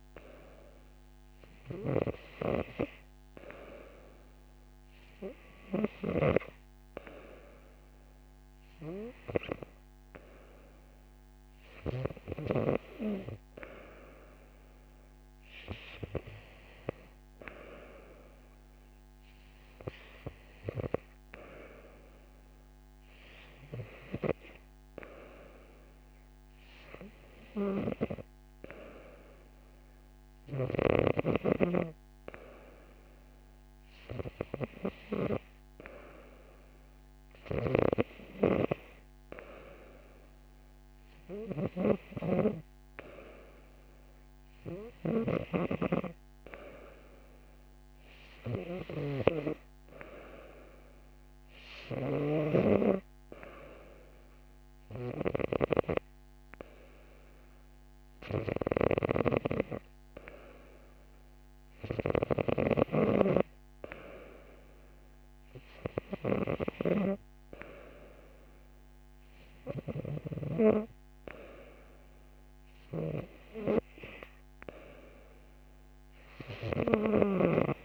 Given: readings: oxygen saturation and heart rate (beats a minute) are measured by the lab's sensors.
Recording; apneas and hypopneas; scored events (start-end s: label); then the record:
breathing in sleep by a microphone on the trachea; none
none scored
From the record:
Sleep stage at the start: N2 (light sleep); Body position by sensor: on the right side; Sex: female